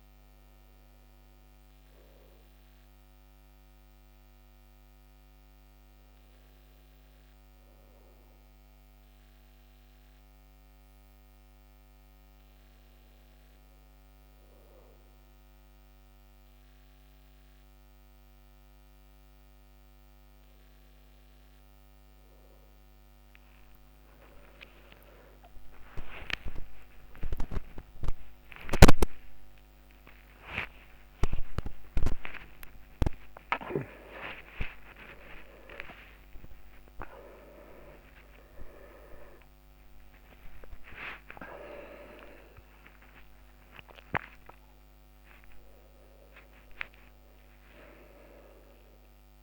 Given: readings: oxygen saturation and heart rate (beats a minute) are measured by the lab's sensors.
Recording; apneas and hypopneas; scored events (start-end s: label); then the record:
breathing in sleep by a microphone on the trachea; none
39.00-49.43 s: new sleep stage, awake
From the record:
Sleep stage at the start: N2 (light sleep); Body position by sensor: on the back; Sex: male